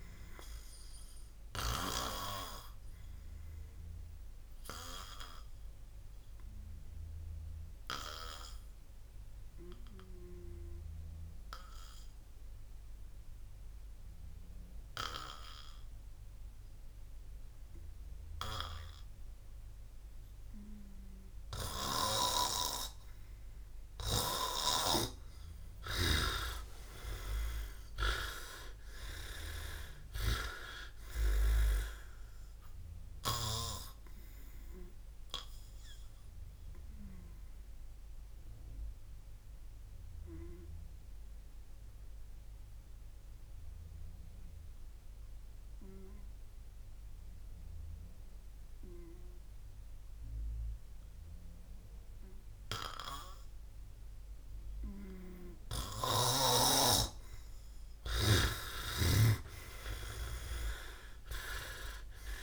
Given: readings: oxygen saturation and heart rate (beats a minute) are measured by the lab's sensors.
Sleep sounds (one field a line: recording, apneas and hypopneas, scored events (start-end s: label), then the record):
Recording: breathing in sleep by a room microphone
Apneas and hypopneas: 2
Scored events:
0.00-4.50 s: oxygen desaturation (device-marked, oxygen 93% lowest, heart rate 56 extreme)
3.00-24.00 s: obstructive apnea (oxygen 98% before, 90% lowest, heart rate 68 before, 56 extreme, up 54 after)
17.50-23.50 s: oxygen desaturation (device-marked, oxygen 94% before, 91% lowest, heart rate 69 before, 56 extreme)
26.50-30.00 s: arousal
33.50-44.50 s: oxygen desaturation (device-marked, oxygen 100% before, 92% lowest, heart rate 79 before, 55 extreme)
34.00-56.50 s: obstructive apnea (oxygen 100% before, 90% lowest, heart rate 79 before, 55 extreme, up 51 after)
53.50-60.50 s: oxygen desaturation (device-marked, oxygen 93% before, 90% lowest, heart rate 74 before, 56 extreme)
58.50-62.43 s: snoring (device-marked)
60.00-62.43 s: arousal
From the record:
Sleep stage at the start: N2 (light sleep)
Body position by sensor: on the back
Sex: male